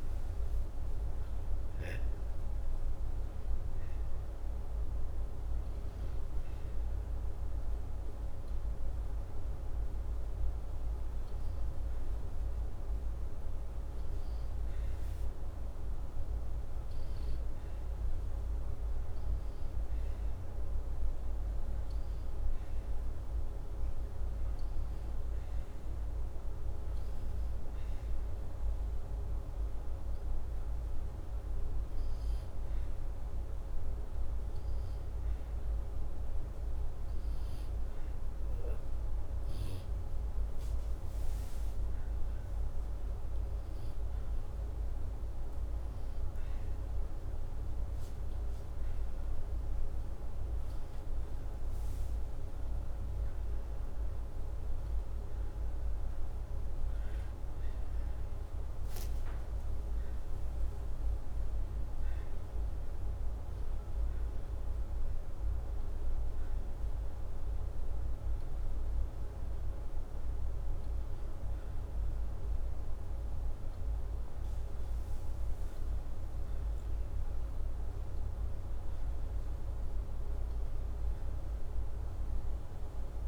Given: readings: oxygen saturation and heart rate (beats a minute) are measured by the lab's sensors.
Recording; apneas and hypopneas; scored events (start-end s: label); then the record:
breathing in sleep, hard to hear, by a room microphone; none
none scored
From the record:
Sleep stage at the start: N2 (light sleep); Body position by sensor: upright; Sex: male